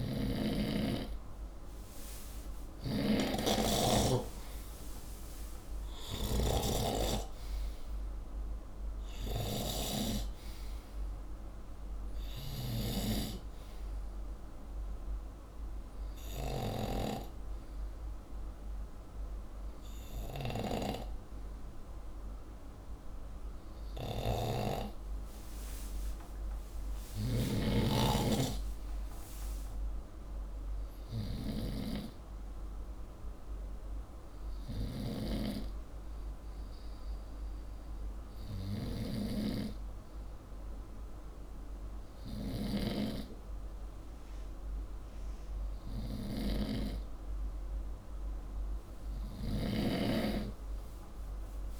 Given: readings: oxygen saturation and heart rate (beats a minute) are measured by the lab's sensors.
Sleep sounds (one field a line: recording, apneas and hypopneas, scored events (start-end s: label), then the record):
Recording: breathing in sleep by a room microphone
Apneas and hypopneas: none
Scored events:
0.00-12.50 s: snoring (device-marked)
1.00-16.00 s: oxygen desaturation (device-marked, oxygen 95% before, 91% lowest, heart rate 35 before, 60 extreme)
2.00-6.00 s: arousal
20.00-35.00 s: snoring (device-marked)
From the record:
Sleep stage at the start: N2 (light sleep)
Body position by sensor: upright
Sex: male